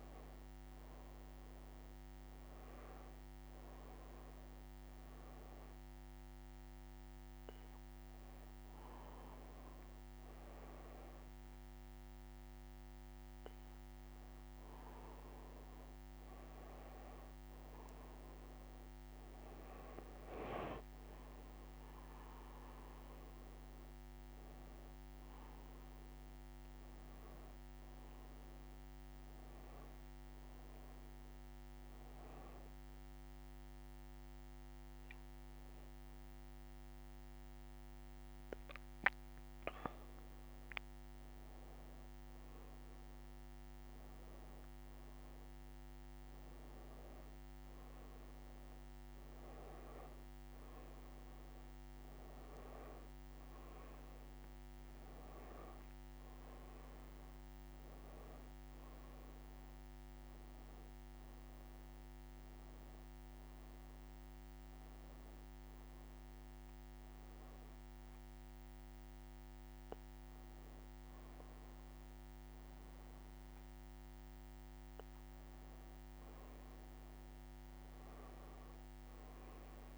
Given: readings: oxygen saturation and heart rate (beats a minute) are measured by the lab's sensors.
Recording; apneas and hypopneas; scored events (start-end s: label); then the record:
breathing in sleep, hard to hear, by a microphone on the trachea; 1
23.50-28.00 s: arousal
31.50-41.50 s: hypopnea (oxygen 94% before, 93% lowest, heart rate 78 before, 75 extreme, up 1 after)
44.50-48.50 s: arousal
52.50-79.98 s: new sleep stage, N2 (light sleep)
From the record:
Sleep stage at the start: N1 (lightest sleep); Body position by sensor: on the back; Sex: female